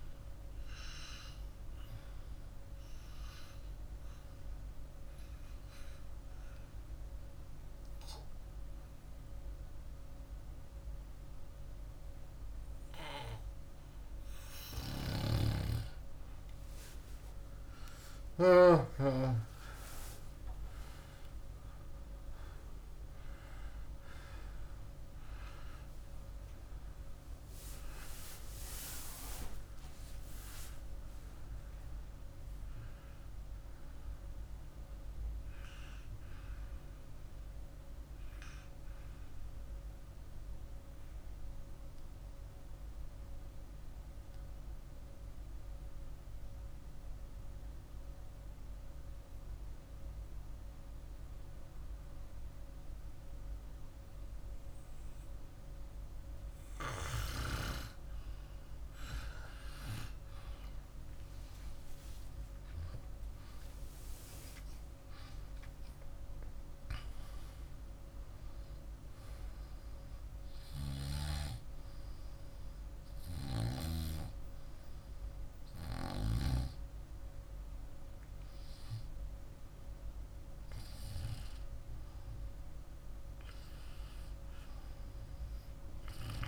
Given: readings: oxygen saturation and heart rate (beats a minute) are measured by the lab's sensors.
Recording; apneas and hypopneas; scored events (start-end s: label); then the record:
breathing in sleep by a room microphone; 2
2.50-15.00 s: obstructive apnea (oxygen 97% before, 93% lowest, heart rate 51 before, 50 extreme, up 19 after)
16.00-21.00 s: arousal
37.00-57.50 s: obstructive apnea (oxygen 96% before, 94% lowest, heart rate 60 before, 50 extreme, up 11 after)
60.50-65.00 s: arousal
71.50-86.48 s: oxygen desaturation (device-marked, oxygen 100% before, 95% lowest, heart rate 54 before, 50 extreme)
From the record:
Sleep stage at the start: N2 (light sleep); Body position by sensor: on the back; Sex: male